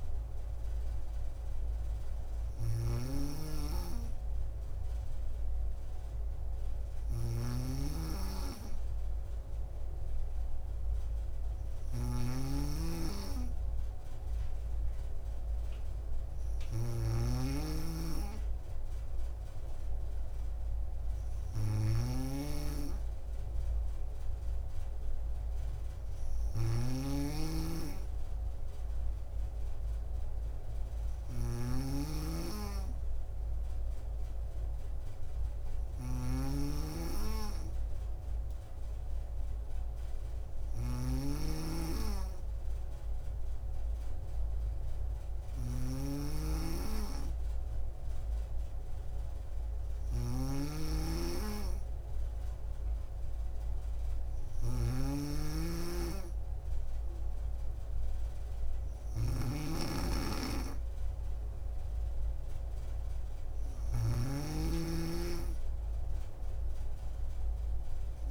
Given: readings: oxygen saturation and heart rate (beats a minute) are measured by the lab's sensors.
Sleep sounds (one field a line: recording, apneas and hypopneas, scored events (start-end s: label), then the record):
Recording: breathing in sleep by a room microphone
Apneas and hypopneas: none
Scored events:
0.00-68.31 s: snoring (device-marked)
From the record:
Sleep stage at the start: N2 (light sleep)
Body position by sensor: on the back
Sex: female